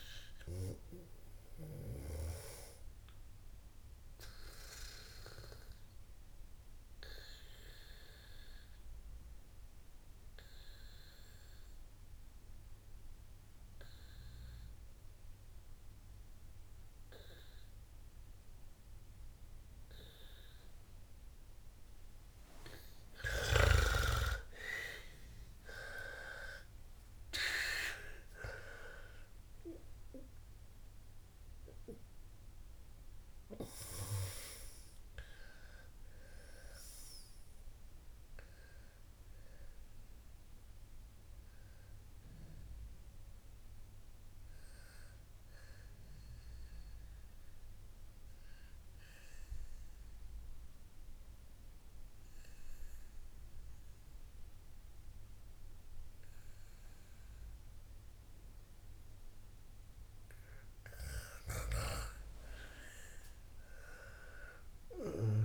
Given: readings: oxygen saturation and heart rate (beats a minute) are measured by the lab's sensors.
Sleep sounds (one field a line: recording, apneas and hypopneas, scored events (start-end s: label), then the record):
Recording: breathing in sleep by a room microphone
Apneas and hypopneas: 2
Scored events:
0.00-2.50 s: snoring (device-marked)
0.00-15.50 s: oxygen desaturation (device-marked, oxygen 94% lowest, heart rate 59 extreme)
4.00-23.00 s: obstructive apnea (oxygen 99% before, 91% lowest, heart rate 72 before, 59 extreme, up 11 after)
24.50-31.00 s: arousal
25.50-48.50 s: oxygen desaturation (device-marked, oxygen 98% before, 91% lowest, heart rate 61 before, 57 extreme)
46.00-60.00 s: obstructive apnea (oxygen 98% before, 92% lowest, heart rate 67 before, 56 extreme, up 11 after)
62.00-65.45 s: arousal
From the record:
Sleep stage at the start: N2 (light sleep)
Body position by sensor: on the back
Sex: female